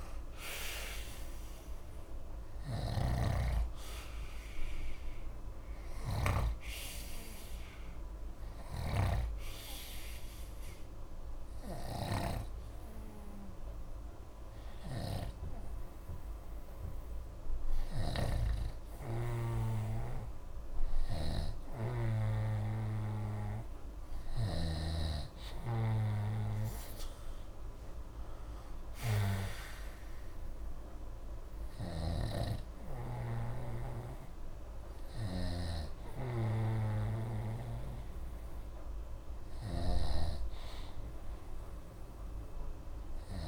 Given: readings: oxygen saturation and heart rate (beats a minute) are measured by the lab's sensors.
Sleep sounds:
breathing in sleep by a room microphone; 1
2.50-6.50 s: snoring (device-marked)
7.50-19.50 s: hypopnea (oxygen 95% before, 91% lowest, heart rate 45 before, 47 extreme, up 0 after)
8.50-25.00 s: snoring (device-marked)
21.50-25.00 s: arousal
32.00-35.50 s: snoring (device-marked)
40.00-43.48 s: snoring (device-marked)
From the record:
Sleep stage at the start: N2 (light sleep); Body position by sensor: on the right side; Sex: male

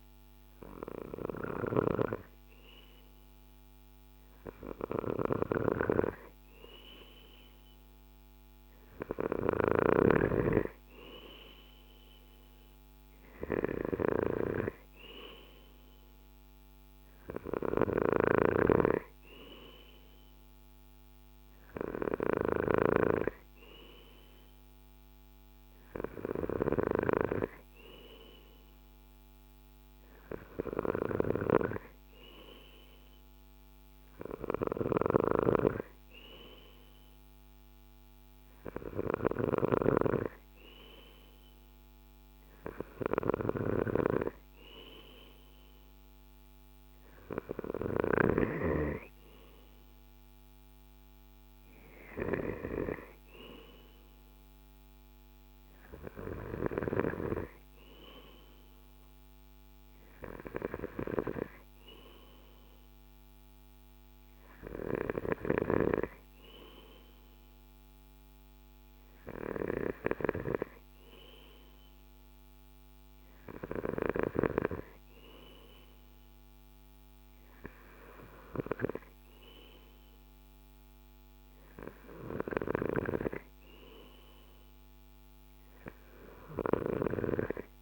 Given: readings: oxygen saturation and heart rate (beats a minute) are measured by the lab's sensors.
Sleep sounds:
breathing in sleep by a microphone on the trachea; none
none scored
From the record:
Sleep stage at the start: N2 (light sleep); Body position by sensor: on the left side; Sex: male

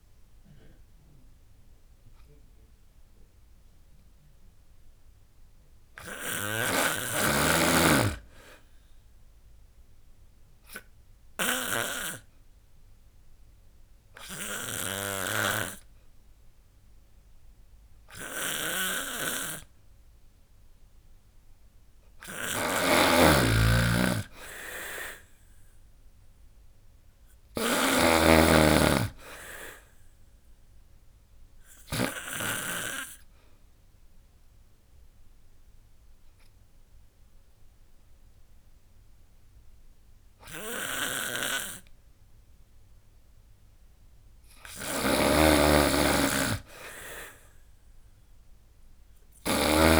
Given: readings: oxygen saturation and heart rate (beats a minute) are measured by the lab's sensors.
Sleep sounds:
breathing in sleep by a room microphone; 2
10.00-21.00 s: obstructive apnea (oxygen 98% before, 92% lowest, heart rate 72 before, 71 extreme, up 8 after)
15.50-27.50 s: oxygen desaturation (device-marked, oxygen 96% before, 93% lowest, heart rate 76 before, 71 extreme)
18.00-31.50 s: snoring (device-marked)
24.50-28.00 s: arousal
33.00-44.50 s: obstructive apnea (oxygen 98% before, 92% lowest, heart rate 80 before, 69 extreme, up 12 after)
40.50-49.50 s: snoring (device-marked)
47.50-49.99 s: arousal
From the record:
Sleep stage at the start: N2 (light sleep); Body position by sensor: on the back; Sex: female

